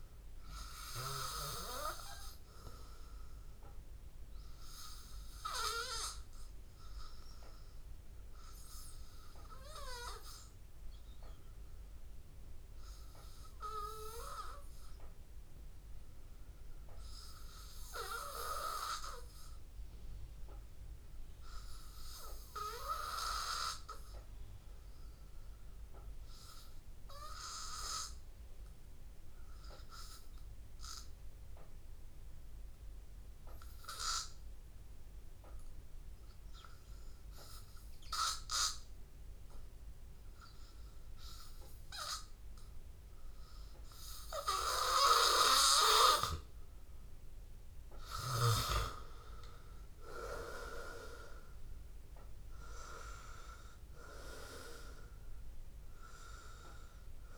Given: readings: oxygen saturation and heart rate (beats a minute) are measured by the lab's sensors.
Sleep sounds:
breathing in sleep by a room microphone; 1
0.00-24.50 s: oxygen desaturation (device-marked, oxygen 94% lowest, heart rate 83 extreme)
6.50-45.50 s: hypopnea (oxygen 99% before, 91% lowest, heart rate 84 before, 82 extreme, up 3 after)
43.50-57.38 s: oxygen desaturation (device-marked, oxygen 98% before, 91% lowest, heart rate 83 before, 82 extreme)
48.00-52.50 s: arousal
55.00-57.00 s: long interval between heartbeats (device-marked, heart rate 84 before, 87 extreme)
From the record:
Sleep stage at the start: N2 (light sleep); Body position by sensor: on the back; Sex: male

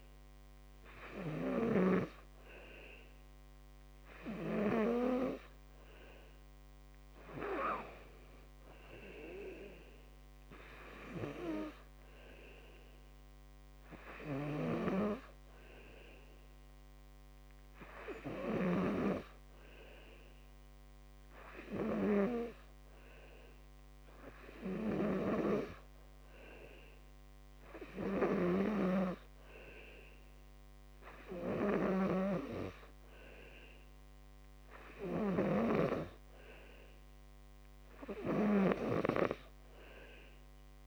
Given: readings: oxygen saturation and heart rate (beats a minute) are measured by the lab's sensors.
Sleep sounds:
breathing in sleep by a microphone on the trachea; none
none scored
From the record:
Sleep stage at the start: N2 (light sleep); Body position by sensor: on the back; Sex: male

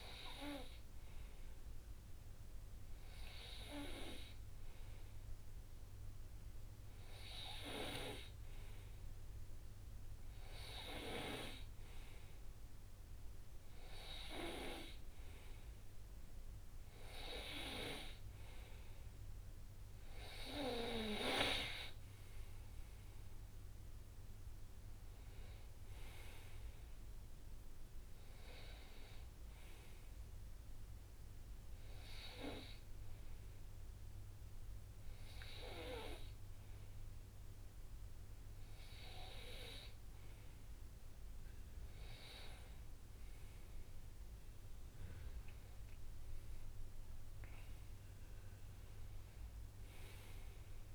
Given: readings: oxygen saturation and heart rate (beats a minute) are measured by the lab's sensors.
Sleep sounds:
breathing in sleep by a room microphone; none
none scored
From the record:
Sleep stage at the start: N2 (light sleep); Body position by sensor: on the right side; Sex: male

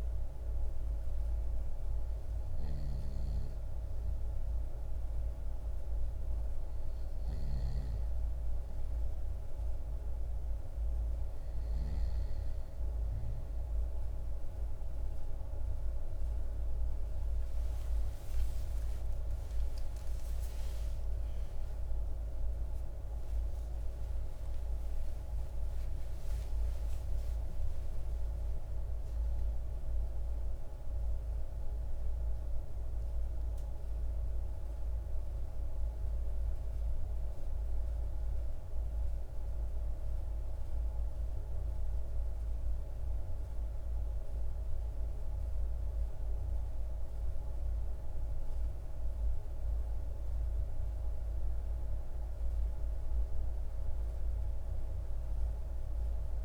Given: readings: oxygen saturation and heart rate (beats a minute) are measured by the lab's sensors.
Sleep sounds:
breathing in sleep, hard to hear, by a room microphone; none
18.50-23.50 s: arousal
19.50-56.45 s: new sleep stage, N1 (lightest sleep)
53.50-56.45 s: arousal
From the record:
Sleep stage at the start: N2 (light sleep); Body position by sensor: on the back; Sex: male

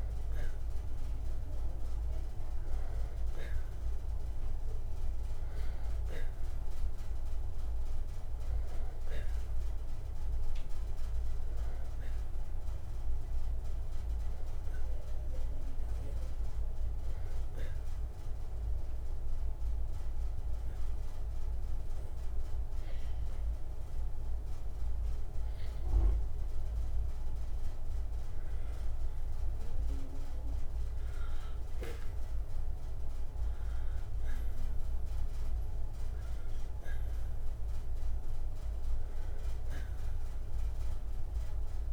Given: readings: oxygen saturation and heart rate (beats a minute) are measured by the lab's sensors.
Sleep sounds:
breathing in sleep, hard to hear, by a room microphone; 1
4.50-8.00 s: arousal
15.50-28.50 s: hypopnea (oxygen 95% before, 92% lowest, heart rate 104 before, 98 extreme)
29.50-33.00 s: arousal
From the record:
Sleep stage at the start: N2 (light sleep); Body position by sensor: on the back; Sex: male

